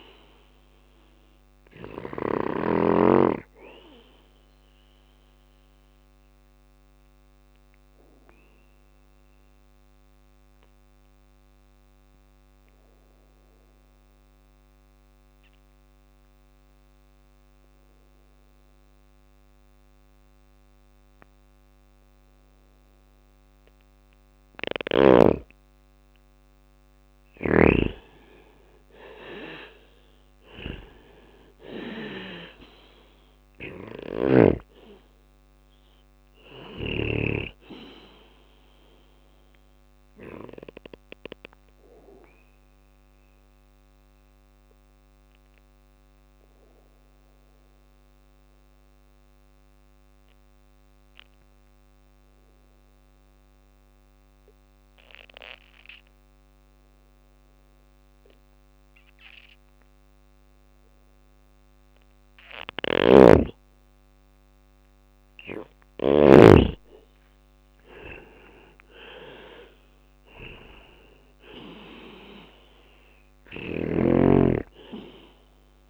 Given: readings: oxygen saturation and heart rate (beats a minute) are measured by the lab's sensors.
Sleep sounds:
breathing in sleep by a microphone on the trachea; 2
0.00-2.00 s: drop in pulse transit time (device-marked, heart rate 60 extreme)
0.00-16.00 s: oxygen desaturation (device-marked, oxygen 92% lowest, heart rate 57 extreme)
1.00-12.00 s: bradycardia (device-marked, heart rate 60 before, 57 extreme)
4.50-23.50 s: obstructive apnea (oxygen 99% before, 90% lowest, heart rate 61 before, 56 extreme, up 5 after)
25.00-38.00 s: drop in pulse transit time (device-marked, heart rate 59 before, 59 extreme)
26.00-29.00 s: arousal
29.00-51.00 s: oxygen desaturation (device-marked, oxygen 99% before, 90% lowest, heart rate 60 before, 56 extreme)
37.00-52.00 s: bradycardia (device-marked, heart rate 60 before, 56 extreme)
40.50-61.00 s: obstructive apnea (oxygen 99% before, 90% lowest, heart rate 62 before, 57 extreme, up 5 after)
53.00-63.00 s: bradycardia (device-marked, heart rate 60 before, 58 extreme)
61.50-65.50 s: snoring (device-marked)
63.50-68.00 s: arousal
65.00-75.90 s: drop in pulse transit time (device-marked, heart rate 58 before, 59 extreme)
67.00-75.90 s: oxygen desaturation (device-marked, oxygen 98% before, 90% lowest, heart rate 59 before, 57 extreme)
72.50-75.90 s: snoring (device-marked)
From the record:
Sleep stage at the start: N2 (light sleep); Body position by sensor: on the back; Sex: male

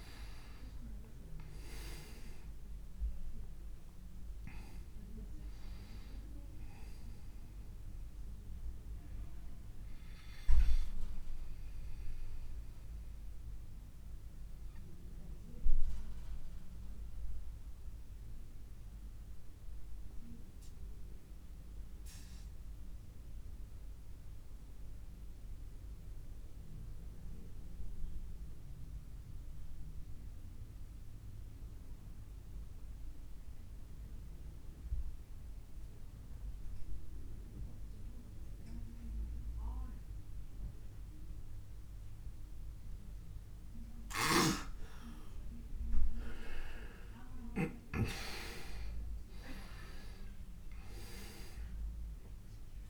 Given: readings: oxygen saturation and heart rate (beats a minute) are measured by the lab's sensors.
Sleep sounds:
breathing in sleep by a room microphone; 1
0.00-1.00 s: arousal
0.00-31.00 s: oxygen desaturation (device-marked, oxygen 85% lowest, heart rate 27 extreme)
11.50-44.00 s: obstructive apnea (oxygen 98% before, 85% lowest, heart rate 38 before, 28 extreme, up 35 after)
47.00-51.00 s: arousal
47.00-52.90 s: oxygen desaturation (device-marked, oxygen 99% before, 88% lowest)
From the record:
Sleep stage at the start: N2 (light sleep); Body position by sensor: on the back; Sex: male

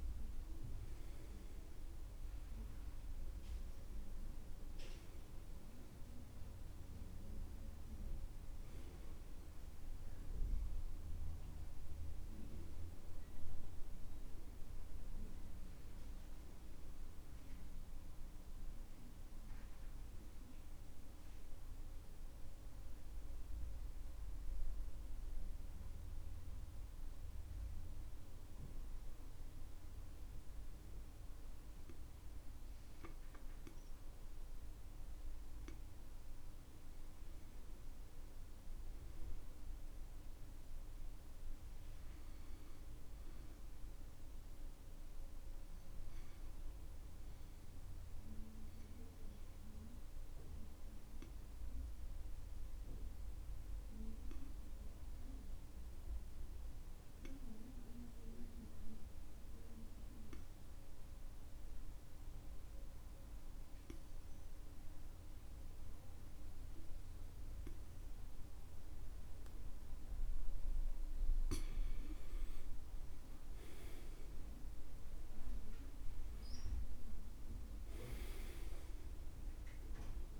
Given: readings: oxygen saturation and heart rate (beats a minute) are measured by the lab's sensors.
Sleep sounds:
breathing in sleep by a room microphone; 2
0.00-29.00 s: oxygen desaturation (device-marked, oxygen 86% lowest, heart rate 59 extreme)
21.50-36.00 s: mixed apnea (oxygen 94% before, 86% lowest, heart rate 71 before, 59 extreme, up 10 after)
38.00-42.00 s: arousal
47.50-71.50 s: obstructive apnea (oxygen 98% before, 85% lowest, heart rate 63 before, 60 extreme, up 14 after)
53.00-64.00 s: oxygen desaturation (device-marked, oxygen 97% before, 93% lowest, heart rate 65 before, 61 extreme)
71.00-80.40 s: oxygen desaturation (device-marked, oxygen 96% before, 85% lowest, heart rate 63 before, 60 extreme)
73.50-77.50 s: arousal
From the record:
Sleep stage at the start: N2 (light sleep); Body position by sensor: on the back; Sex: male

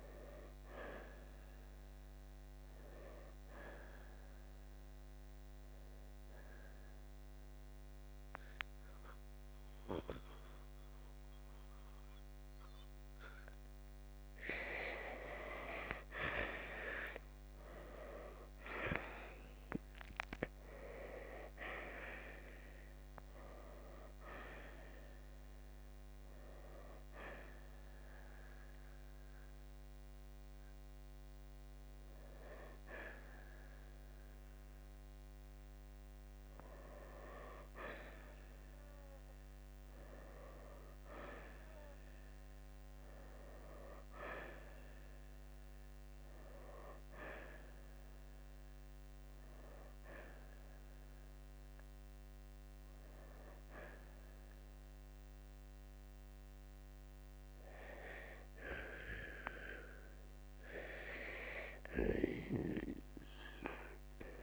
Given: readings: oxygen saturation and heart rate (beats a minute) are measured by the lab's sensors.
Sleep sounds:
breathing in sleep by a microphone on the trachea; 2
0.00-2.50 s: oxygen desaturation (device-marked, oxygen 87% lowest, heart rate 60 extreme)
1.50-64.43 s: new sleep stage, N2 (light sleep)
4.50-16.00 s: obstructive apnea (oxygen 93% before, 84% lowest, heart rate 68 before, 55 extreme, up 13 after)
17.50-22.00 s: arousal
35.50-51.50 s: oxygen desaturation (device-marked, oxygen 91% before, 84% lowest, heart rate 68 before, 56 extreme)
39.00-42.50 s: arousal
48.00-59.50 s: hypopnea (oxygen 91% before, 85% lowest, heart rate 61 before, 55 extreme, up 3 after)
61.50-64.43 s: arousal
From the record:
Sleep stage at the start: N1 (lightest sleep); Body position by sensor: on the right side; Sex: male

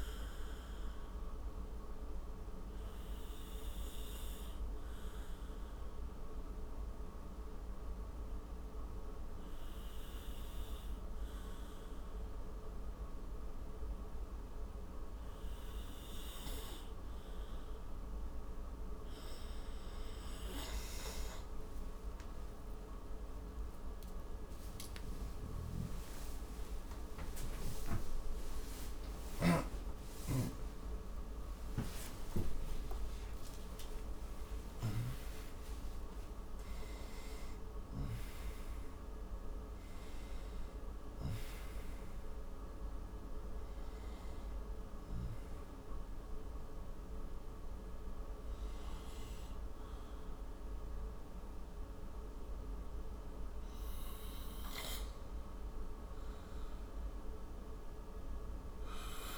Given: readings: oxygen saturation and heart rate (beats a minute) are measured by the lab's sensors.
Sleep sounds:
a person awake in a sleep study, hard to hear, by a room microphone; 1
2.50-18.00 s: obstructive apnea (oxygen 96% before, 93% lowest, heart rate 65 before, 54 extreme, up 38 after)
6.50-36.50 s: new sleep stage, awake
23.50-43.50 s: tachycardia (device-marked, heart rate 68 before, 149 extreme)
29.00-33.50 s: snoring (device-marked)
36.50-59.38 s: new sleep stage, N2 (light sleep)
From the record:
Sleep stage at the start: N2 (light sleep); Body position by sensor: on the right side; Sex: male

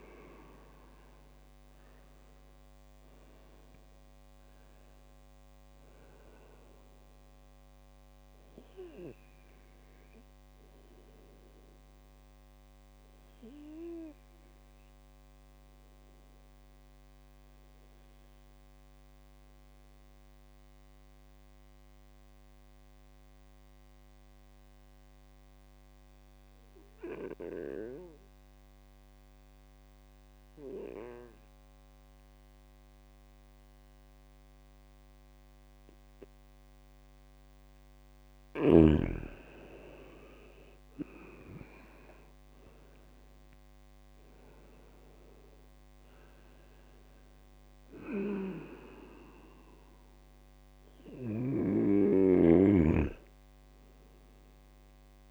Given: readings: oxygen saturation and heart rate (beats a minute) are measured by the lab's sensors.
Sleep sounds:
breathing in sleep by a microphone on the trachea; 1
10.50-37.50 s: obstructive apnea (oxygen 99% before, 96% lowest, heart rate 63 before, 60 extreme, up 3 after)
39.50-43.50 s: arousal
39.50-55.31 s: oxygen desaturation (device-marked, oxygen 99% before, 96% lowest, heart rate 68 before, 60 extreme)
51.50-55.31 s: snoring (device-marked)
From the record:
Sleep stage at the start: N2 (light sleep); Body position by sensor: on the right side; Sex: male

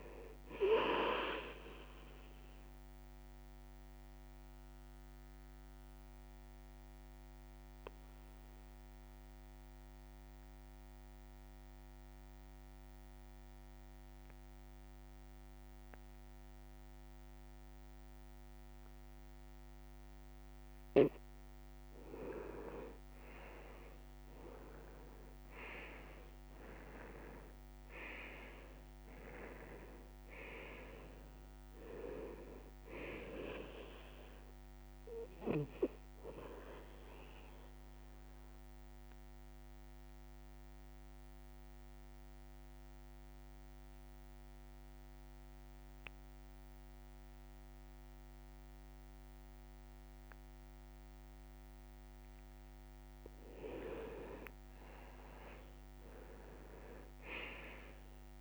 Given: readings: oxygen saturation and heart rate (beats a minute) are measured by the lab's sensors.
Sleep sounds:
breathing in sleep by a microphone on the trachea; 2
0.00-21.00 s: oxygen desaturation (device-marked, oxygen 88% lowest, heart rate 44 extreme)
2.50-20.50 s: mixed apnea (oxygen 98% before, 87% lowest, heart rate 145 before, 44 extreme)
13.00-19.00 s: bradycardia (device-marked, heart rate 78 before, 44 extreme)
23.00-27.50 s: arousal
35.00-56.00 s: oxygen desaturation (device-marked, oxygen 97% before, 87% lowest, heart rate 98 before, 120 extreme)
37.00-52.00 s: obstructive apnea (oxygen 98% before, 87% lowest, heart rate 108 before, 120 extreme, up 40 after)
55.50-58.41 s: arousal
From the record:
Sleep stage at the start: N2 (light sleep); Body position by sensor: on the back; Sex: male

